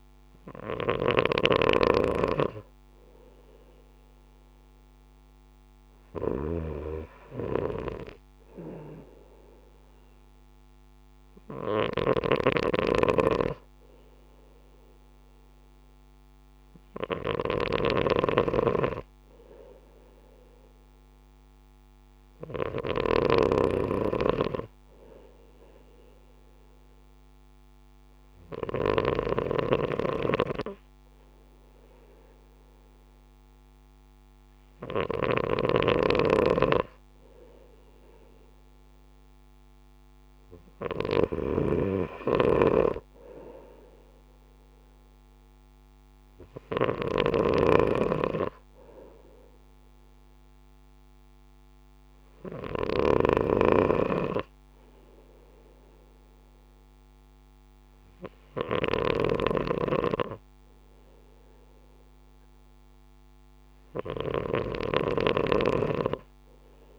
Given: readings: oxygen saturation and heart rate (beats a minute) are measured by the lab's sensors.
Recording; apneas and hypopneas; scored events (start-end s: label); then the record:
breathing in sleep by a microphone on the trachea; none
0.00-29.00 s: snoring (device-marked)
35.00-66.99 s: snoring (device-marked)
From the record:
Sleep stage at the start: N2 (light sleep); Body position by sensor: on the right side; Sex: male